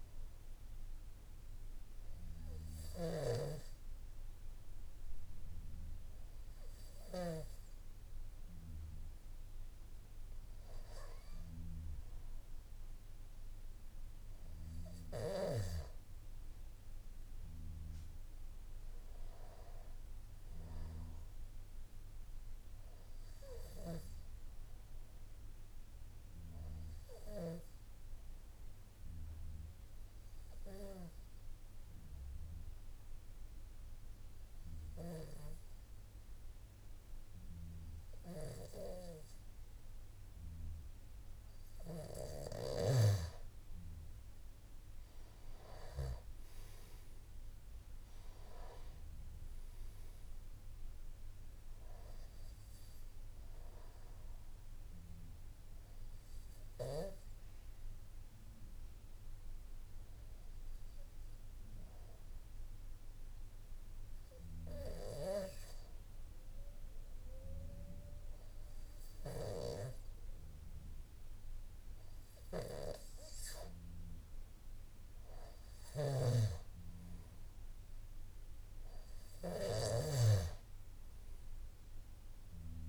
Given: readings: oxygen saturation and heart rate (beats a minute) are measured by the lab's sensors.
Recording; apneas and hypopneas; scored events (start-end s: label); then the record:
breathing in sleep by a room microphone; 2
29.00-41.50 s: obstructive apnea (oxygen 96% before, 92% lowest, heart rate 55 before, 52 extreme, up 7 after)
49.00-69.00 s: oxygen desaturation (device-marked, oxygen 96% before, 92% lowest, heart rate 54 before, 52 extreme)
54.00-68.50 s: hypopnea (oxygen 96% before, 92% lowest, heart rate 55 before, 52 extreme, up 3 after)
From the record:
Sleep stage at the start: N1 (lightest sleep); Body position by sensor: on the back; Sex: male